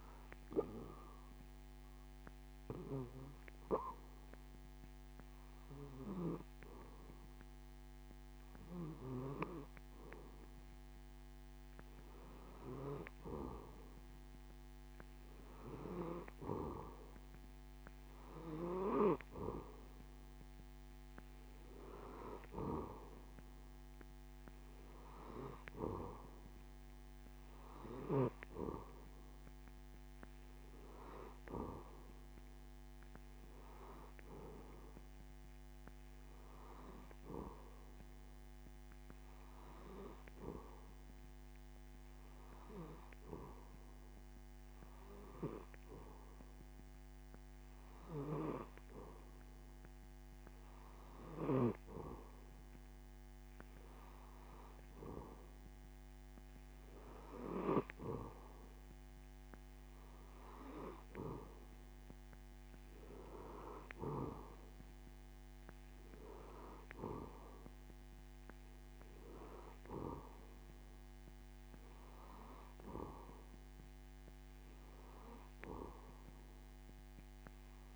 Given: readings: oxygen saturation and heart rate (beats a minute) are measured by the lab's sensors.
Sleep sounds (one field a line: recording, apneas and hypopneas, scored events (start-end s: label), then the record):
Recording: breathing in sleep by a microphone on the trachea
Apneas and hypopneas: 1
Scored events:
1.50-12.50 s: hypopnea (oxygen 94% before, 90% lowest)
16.00-20.00 s: arousal
From the record:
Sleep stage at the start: N2 (light sleep)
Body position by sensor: on the back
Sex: male